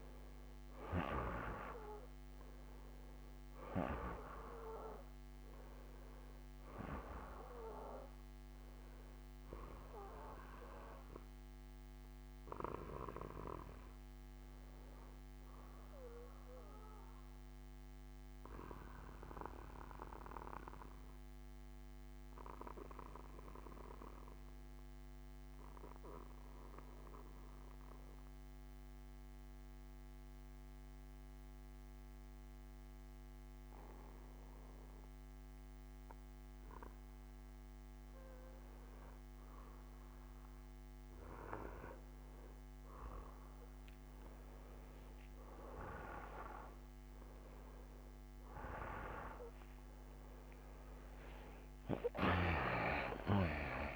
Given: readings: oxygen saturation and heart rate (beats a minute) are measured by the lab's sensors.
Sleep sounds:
breathing in sleep by a microphone on the trachea; 1
0.00-17.50 s: oxygen desaturation (device-marked, oxygen 87% lowest, heart rate 59 extreme)
17.00-35.00 s: obstructive apnea (oxygen 96% before, 88% lowest, heart rate 63 before, 59 extreme, up 4 after)
20.50-22.50 s: bradycardia (device-marked, heart rate 65 before, 60 extreme)
40.50-46.00 s: arousal
40.50-53.95 s: oxygen desaturation (device-marked, oxygen 96% before, 88% lowest, heart rate 61 before, 61 extreme)
From the record:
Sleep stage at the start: N2 (light sleep); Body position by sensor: on the back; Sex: male

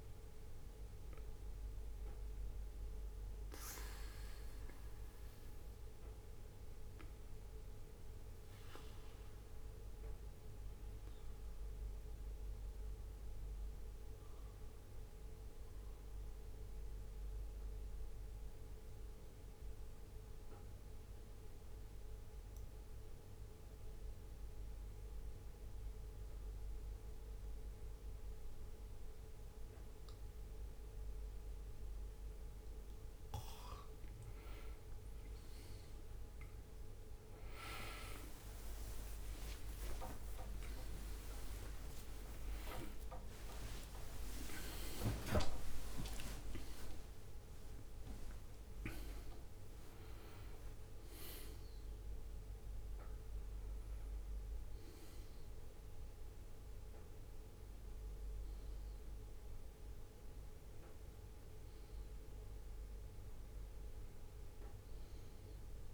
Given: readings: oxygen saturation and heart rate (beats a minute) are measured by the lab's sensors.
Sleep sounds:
breathing in sleep by a room microphone; 1
0.00-1.50 s: arousal
0.00-2.00 s: oxygen desaturation (device-marked, oxygen 91% lowest, heart rate 64 extreme)
3.50-32.50 s: obstructive apnea (oxygen 98% before, 94% lowest, heart rate 66 before, 65 extreme, up 32 after)
34.00-45.00 s: oxygen desaturation (device-marked, oxygen 97% before, 94% lowest, heart rate 67 before, 73 extreme)
37.00-43.50 s: arousal
39.00-41.00 s: long interval between heartbeats (device-marked, heart rate 67 before, 81 extreme)
42.50-49.50 s: leg movement (device-marked)
53.00-65.94 s: new sleep stage, N1 (lightest sleep)
From the record:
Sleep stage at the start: N2 (light sleep); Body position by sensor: on the back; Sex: male

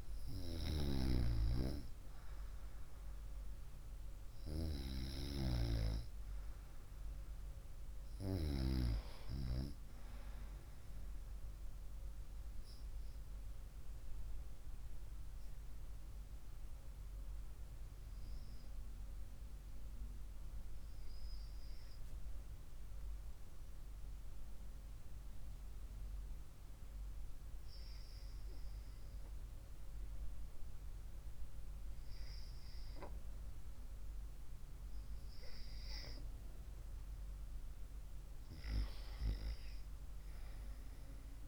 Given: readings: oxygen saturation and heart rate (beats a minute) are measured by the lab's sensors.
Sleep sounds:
breathing in sleep by a room microphone; 1
6.50-10.00 s: arousal
13.50-27.50 s: hypopnea (oxygen 96% before, 90% lowest, heart rate 68 before, 54 extreme)
29.50-33.50 s: arousal
33.00-41.47 s: oxygen desaturation (device-marked, oxygen 96% before, 91% lowest, heart rate 67 before, 54 extreme)
From the record:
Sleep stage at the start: REM sleep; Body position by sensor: on the right side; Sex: female

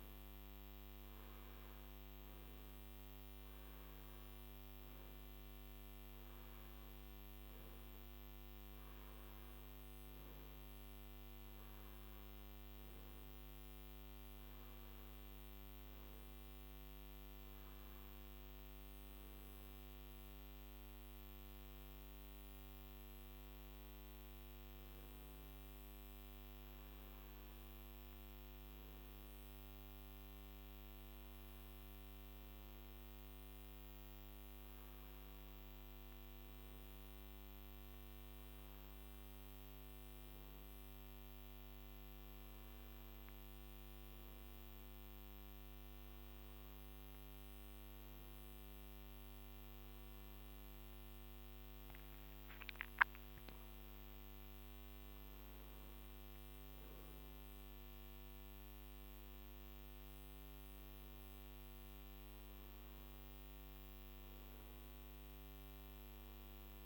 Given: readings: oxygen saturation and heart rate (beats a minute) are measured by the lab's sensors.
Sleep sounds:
a person awake in a sleep study, hard to hear, by a microphone on the trachea; none
8.00-66.86 s: new sleep stage, awake
From the record:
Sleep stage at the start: N1 (lightest sleep); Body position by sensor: on the back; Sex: male

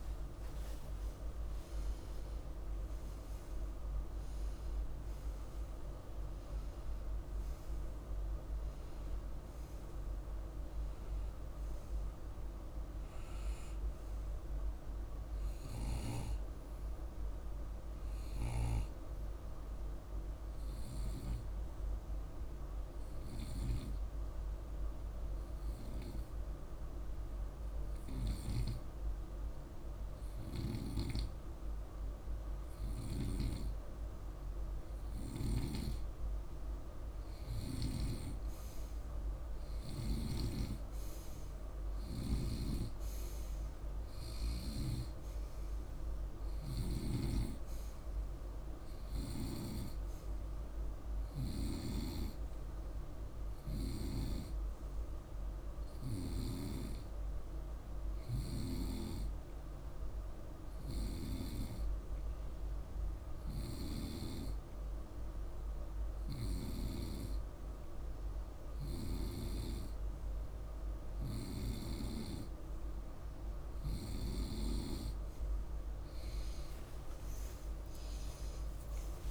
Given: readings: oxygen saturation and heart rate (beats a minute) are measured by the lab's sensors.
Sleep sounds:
breathing in sleep by a room microphone; 2
15.50-31.50 s: hypopnea (oxygen 98% before, 93% lowest, heart rate 55 before, 49 extreme, up 2 after)
33.50-37.50 s: arousal
41.50-46.50 s: snoring (device-marked)
58.50-72.50 s: hypopnea (oxygen 97% before, 93% lowest, heart rate 51 before, 48 extreme, up 28 after)
76.00-79.31 s: arousal
From the record:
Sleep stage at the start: N2 (light sleep); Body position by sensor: on the right side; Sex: male

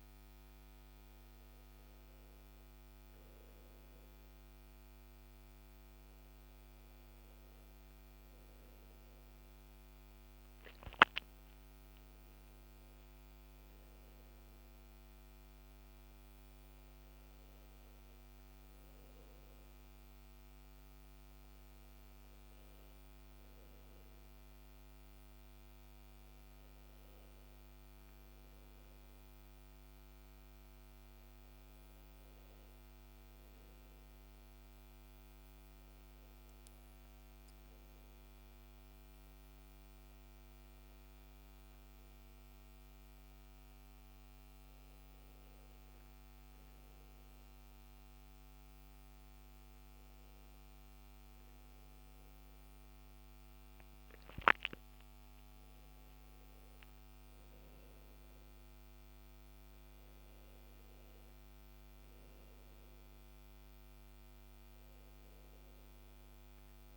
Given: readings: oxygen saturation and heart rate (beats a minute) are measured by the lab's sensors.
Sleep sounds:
breathing in sleep, hard to hear, by a microphone on the trachea; none
none scored
From the record:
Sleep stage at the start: N2 (light sleep); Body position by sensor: on the back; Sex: male

